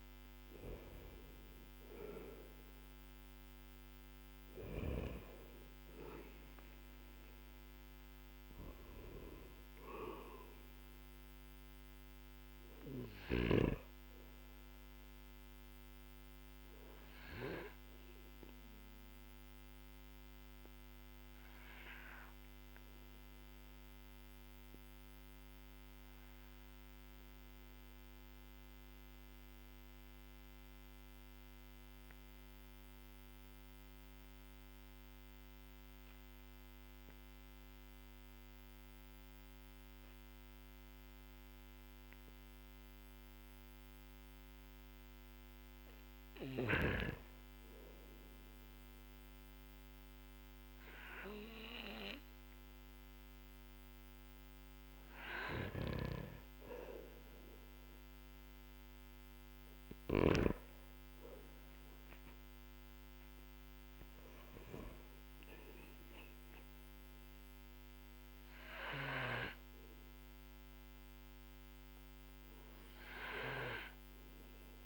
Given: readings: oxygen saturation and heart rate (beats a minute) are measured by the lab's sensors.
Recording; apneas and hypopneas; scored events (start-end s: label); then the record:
breathing in sleep by a microphone on the trachea; 1
0.00-1.00 s: arousal
0.00-36.00 s: oxygen desaturation (device-marked, oxygen 90% lowest, heart rate 44 extreme)
20.00-45.50 s: obstructive apnea (oxygen 97% before, 90% lowest, heart rate 57 before, 48 extreme, up 11 after)
55.00-60.00 s: snoring (device-marked)
60.50-65.50 s: arousal
From the record:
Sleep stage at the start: N2 (light sleep); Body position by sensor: on the back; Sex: male